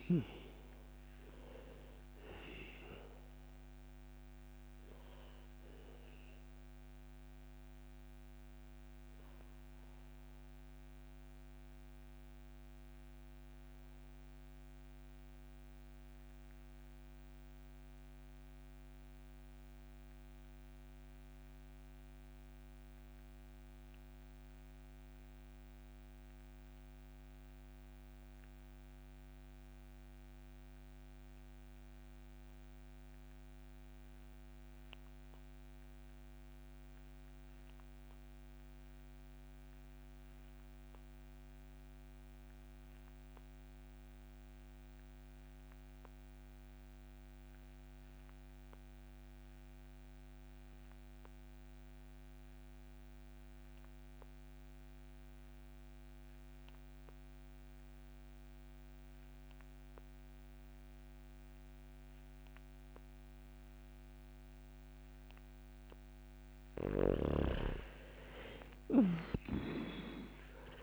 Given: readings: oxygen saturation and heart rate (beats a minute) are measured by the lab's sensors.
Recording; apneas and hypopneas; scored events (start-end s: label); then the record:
breathing in sleep by a microphone on the trachea; 1
0.00-21.00 s: oxygen desaturation (device-marked, oxygen 79% lowest, heart rate 56 extreme)
9.00-65.00 s: obstructive apnea (oxygen 96% before, 76% lowest, heart rate 66 before, 47 extreme, up 1 after)
49.00-70.82 s: oxygen desaturation (device-marked, oxygen 97% before, 76% lowest, heart rate 64 before, 47 extreme)
68.00-70.82 s: arousal
From the record:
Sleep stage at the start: REM sleep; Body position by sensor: on the back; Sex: male